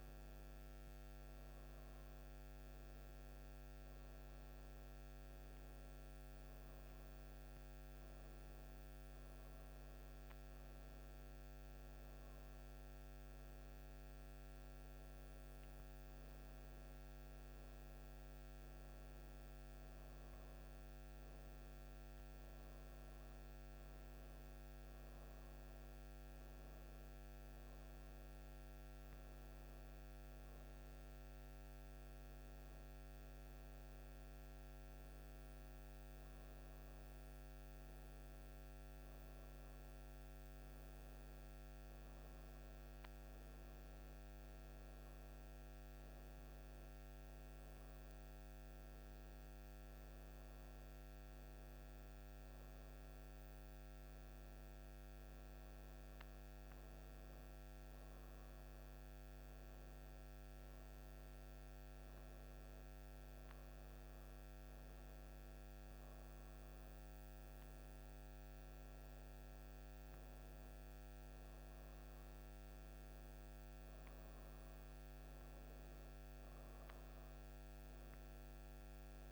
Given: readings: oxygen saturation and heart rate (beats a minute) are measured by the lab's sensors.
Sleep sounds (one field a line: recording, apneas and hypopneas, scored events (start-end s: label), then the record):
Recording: breathing in sleep, hard to hear, by a microphone on the trachea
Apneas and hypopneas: none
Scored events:
none scored
From the record:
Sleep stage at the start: N1 (lightest sleep)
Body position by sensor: on the right side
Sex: female